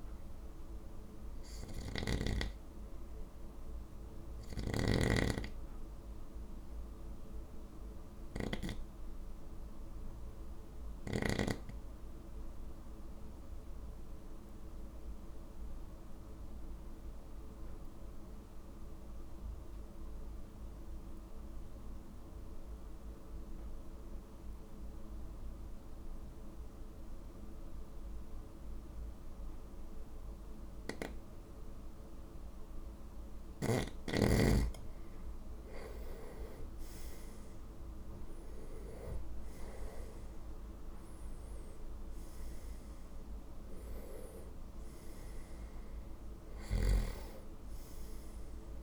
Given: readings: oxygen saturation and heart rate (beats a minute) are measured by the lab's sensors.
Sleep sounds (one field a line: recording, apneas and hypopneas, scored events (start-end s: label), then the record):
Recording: breathing in sleep by a room microphone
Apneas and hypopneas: 1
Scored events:
0.00-8.50 s: snoring (device-marked)
3.50-33.00 s: obstructive apnea (oxygen 97% before, 91% lowest, heart rate 51 before, 49 extreme, up 8 after)
31.00-48.83 s: oxygen desaturation (device-marked, oxygen 97% before, 92% lowest, heart rate 50 before, 50 extreme)
34.50-38.50 s: arousal
From the record:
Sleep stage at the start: N2 (light sleep)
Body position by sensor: on the right side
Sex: male